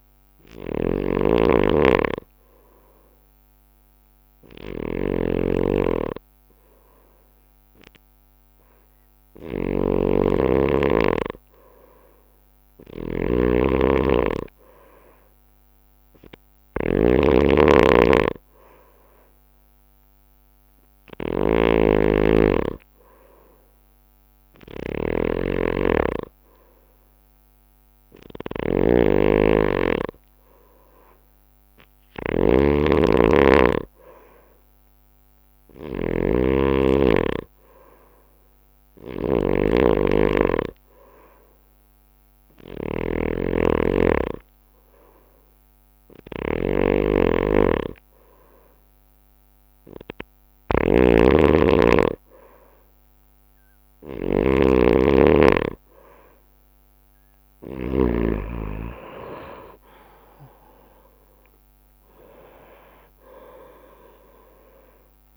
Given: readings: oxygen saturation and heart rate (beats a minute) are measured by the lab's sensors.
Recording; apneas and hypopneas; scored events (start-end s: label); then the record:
breathing in sleep by a microphone on the trachea; none
0.00-58.50 s: snoring (device-marked)
From the record:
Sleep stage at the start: N2 (light sleep); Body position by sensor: on the right side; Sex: male